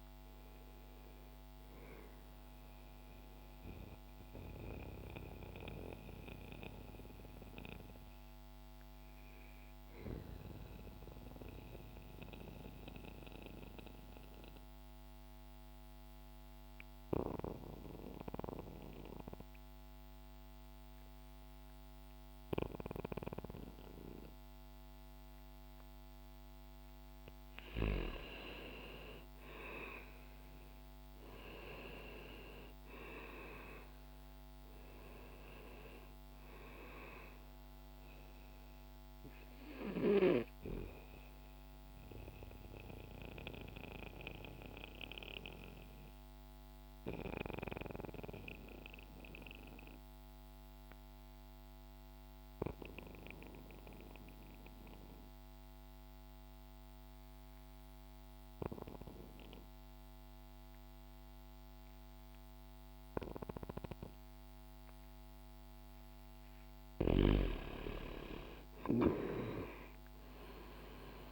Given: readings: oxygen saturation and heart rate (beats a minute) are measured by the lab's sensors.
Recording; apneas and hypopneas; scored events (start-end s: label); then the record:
breathing in sleep by a microphone on the trachea; 2
0.00-4.50 s: oxygen desaturation (device-marked, oxygen 89% lowest, heart rate 61 extreme)
1.50-25.50 s: mixed apnea (oxygen 96% before, 88% lowest, heart rate 64 before, 59 extreme, up 0 after)
9.50-18.50 s: oxygen desaturation (device-marked, oxygen 91% before, 88% lowest, heart rate 63 before, 61 extreme)
27.00-31.00 s: arousal
33.50-61.50 s: oxygen desaturation (device-marked, oxygen 98% before, 89% lowest, heart rate 63 before, 59 extreme)
41.00-65.50 s: mixed apnea (oxygen 99% before, 89% lowest, heart rate 63 before, 60 extreme, up 1 after)
67.50-71.32 s: arousal
From the record:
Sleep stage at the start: N2 (light sleep); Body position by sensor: on the back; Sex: male